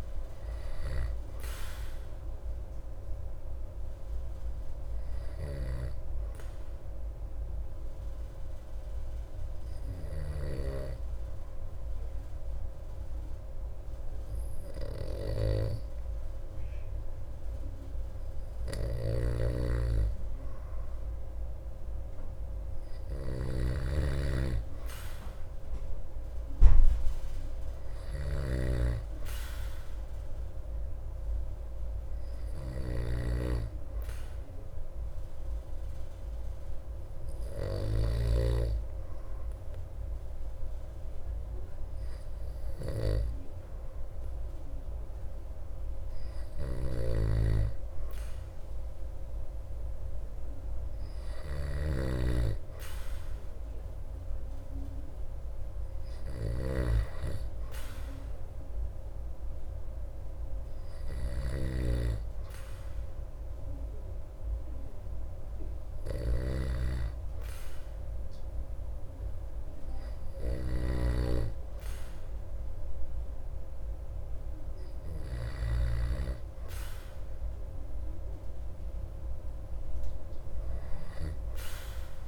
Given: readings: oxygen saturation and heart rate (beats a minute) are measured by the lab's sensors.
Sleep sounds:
breathing in sleep by a room microphone; 2
2.00-15.50 s: hypopnea (oxygen 97% before, 94% lowest)
19.00-23.00 s: arousal
19.00-38.00 s: snoring (device-marked)
34.00-48.00 s: hypopnea (oxygen 97% before, 94% lowest)
46.50-76.00 s: snoring (device-marked)
52.00-56.00 s: arousal
From the record:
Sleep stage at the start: N2 (light sleep); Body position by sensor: on the back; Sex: male

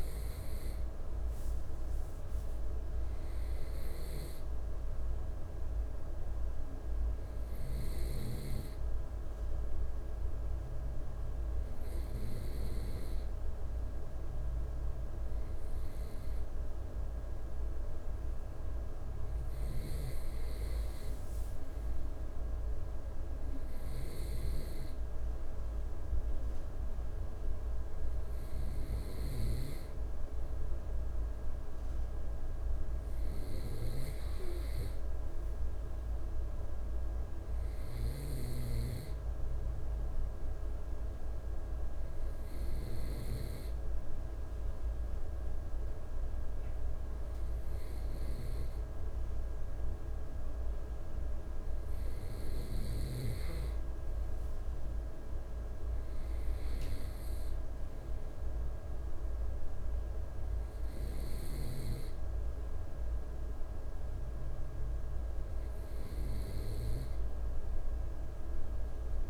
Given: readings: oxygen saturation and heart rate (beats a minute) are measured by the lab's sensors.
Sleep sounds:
breathing in sleep, hard to hear, by a room microphone; none
none scored
From the record:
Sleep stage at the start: N2 (light sleep); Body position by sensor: on the right side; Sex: male

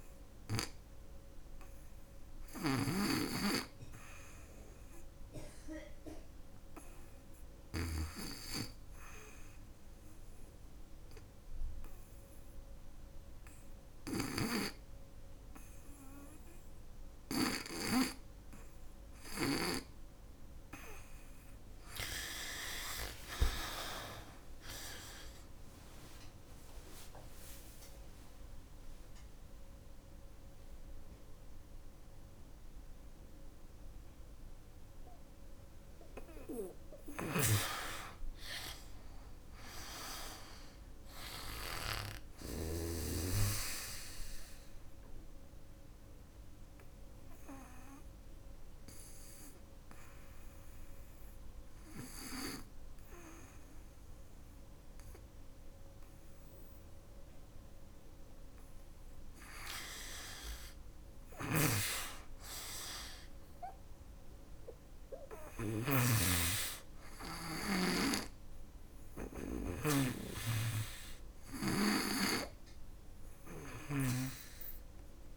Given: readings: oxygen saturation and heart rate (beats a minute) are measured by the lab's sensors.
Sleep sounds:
breathing in sleep by a room microphone; 2
7.50-20.00 s: obstructive apnea (oxygen 99% before, 87% lowest, heart rate 66 before, 63 extreme, up 21 after)
13.50-19.00 s: snoring (device-marked)
19.00-47.00 s: oxygen desaturation (device-marked, oxygen 98% before, 87% lowest, heart rate 68 before, 70 extreme)
22.00-25.00 s: arousal
36.50-42.00 s: snoring (device-marked)
43.50-58.00 s: hypopnea (oxygen 97% before, 88% lowest, heart rate 85 before, 70 extreme, up 9 after)
59.50-63.00 s: arousal
60.50-65.00 s: snoring (device-marked)
65.00-75.37 s: oxygen desaturation (device-marked, oxygen 99% before, 92% lowest, heart rate 74 before, 61 extreme)
69.50-73.00 s: snoring (device-marked)
From the record:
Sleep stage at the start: REM sleep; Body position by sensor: on the back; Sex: female

